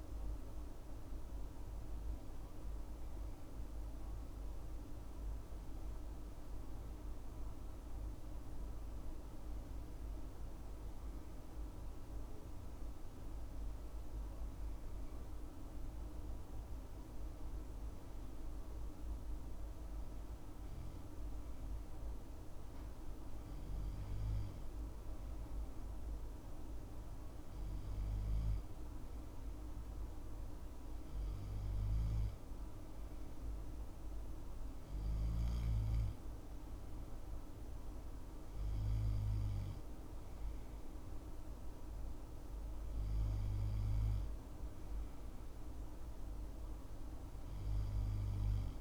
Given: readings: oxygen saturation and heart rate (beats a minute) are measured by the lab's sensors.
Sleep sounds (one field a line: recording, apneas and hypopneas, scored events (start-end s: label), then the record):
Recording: breathing in sleep, hard to hear, by a room microphone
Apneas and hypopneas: none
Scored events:
none scored
From the record:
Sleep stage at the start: N2 (light sleep)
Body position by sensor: on the left side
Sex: male